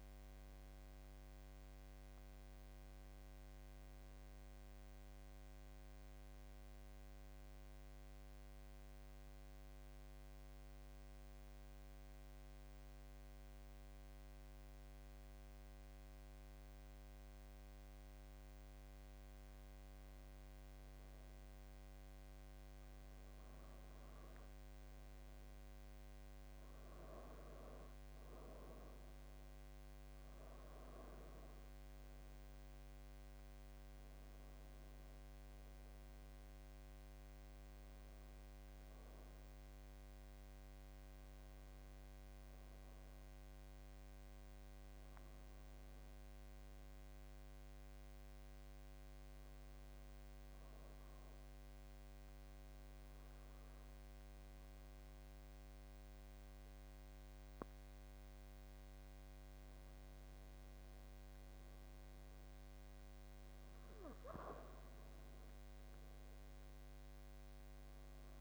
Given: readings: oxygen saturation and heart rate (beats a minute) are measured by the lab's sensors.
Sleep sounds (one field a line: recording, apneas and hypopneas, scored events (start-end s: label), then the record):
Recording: breathing in sleep, hard to hear, by a microphone on the trachea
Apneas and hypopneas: 2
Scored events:
3.50-7.50 s: arousal
10.00-24.00 s: hypopnea (oxygen 93% before, 90% lowest, heart rate 88 before, 77 extreme, up 7 after)
29.00-40.00 s: oxygen desaturation (device-marked, oxygen 93% before, 90% lowest, heart rate 84 before, 77 extreme)
31.00-35.00 s: arousal
47.50-58.50 s: obstructive apnea (oxygen 93% before, 89% lowest, heart rate 84 before, 80 extreme, up 4 after)
60.50-64.50 s: arousal
From the record:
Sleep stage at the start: N2 (light sleep)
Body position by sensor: on the back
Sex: male